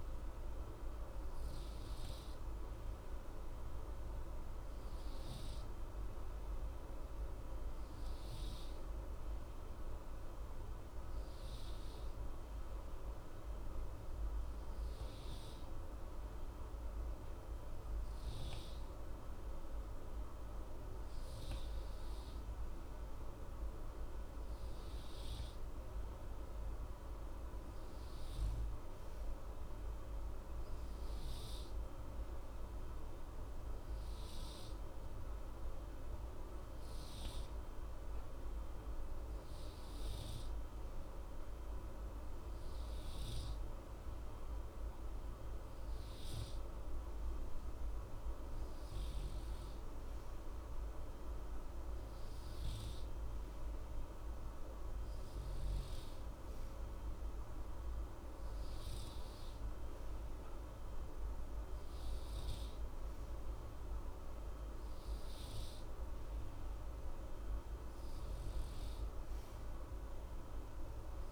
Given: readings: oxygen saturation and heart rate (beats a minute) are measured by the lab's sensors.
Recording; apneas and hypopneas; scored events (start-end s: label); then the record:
breathing in sleep, hard to hear, by a room microphone; none
none scored
From the record:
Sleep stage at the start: N2 (light sleep); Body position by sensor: on the right side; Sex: male